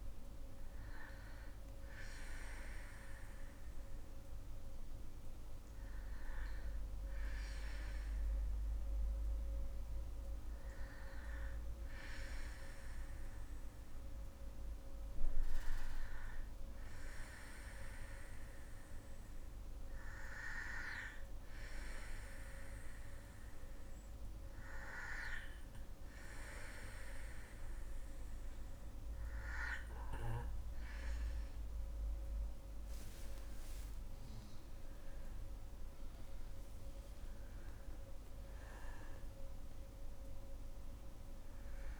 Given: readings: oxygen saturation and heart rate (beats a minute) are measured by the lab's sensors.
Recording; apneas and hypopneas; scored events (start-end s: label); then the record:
breathing in sleep by a room microphone; 1
0.00-3.50 s: oxygen desaturation (device-marked, oxygen 91% lowest, heart rate 60 extreme)
1.00-30.50 s: obstructive apnea (oxygen 95% before, 93% lowest, heart rate 68 before, 59 extreme, up 9 after)
33.00-37.00 s: arousal
From the record:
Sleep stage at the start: N2 (light sleep); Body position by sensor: on the back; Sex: female